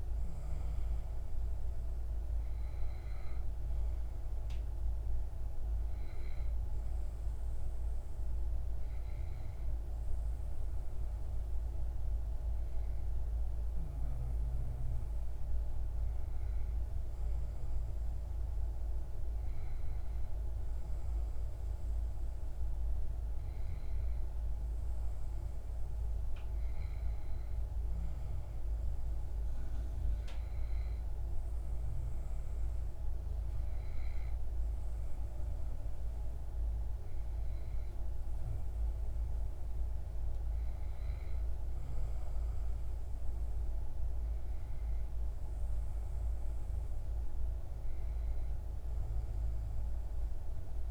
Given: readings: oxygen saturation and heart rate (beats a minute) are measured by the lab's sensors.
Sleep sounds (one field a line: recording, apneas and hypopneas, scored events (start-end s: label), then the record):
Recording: breathing in sleep, hard to hear, by a room microphone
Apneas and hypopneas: none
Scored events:
none scored
From the record:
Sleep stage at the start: N2 (light sleep)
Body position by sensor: on the back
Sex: male